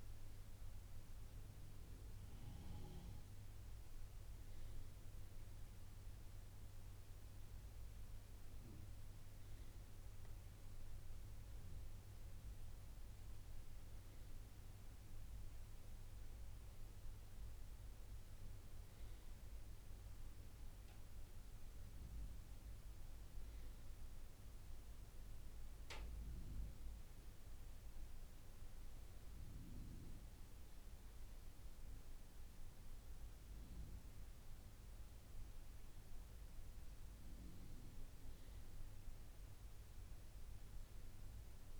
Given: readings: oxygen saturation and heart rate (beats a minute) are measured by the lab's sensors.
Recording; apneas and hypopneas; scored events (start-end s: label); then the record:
breathing in sleep, hard to hear, by a room microphone; none
none scored
From the record:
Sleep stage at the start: N2 (light sleep); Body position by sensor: on the right side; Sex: male